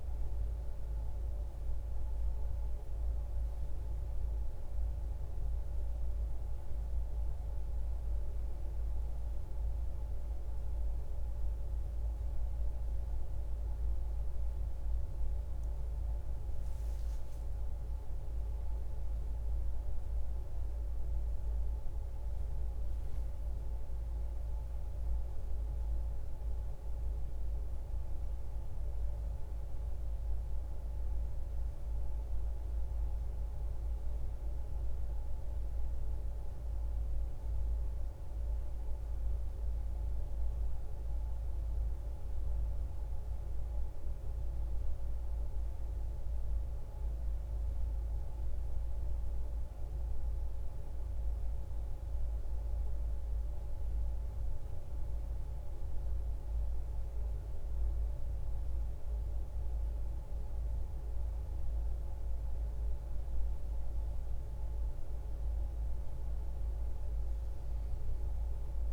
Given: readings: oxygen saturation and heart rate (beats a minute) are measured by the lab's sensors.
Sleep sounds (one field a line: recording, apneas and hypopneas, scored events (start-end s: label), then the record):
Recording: a person partly awake in a sleep study, hard to hear, by a room microphone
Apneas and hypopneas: none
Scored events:
24.00-68.92 s: new sleep stage, N1 (lightest sleep)
From the record:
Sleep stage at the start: awake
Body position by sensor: on the back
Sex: male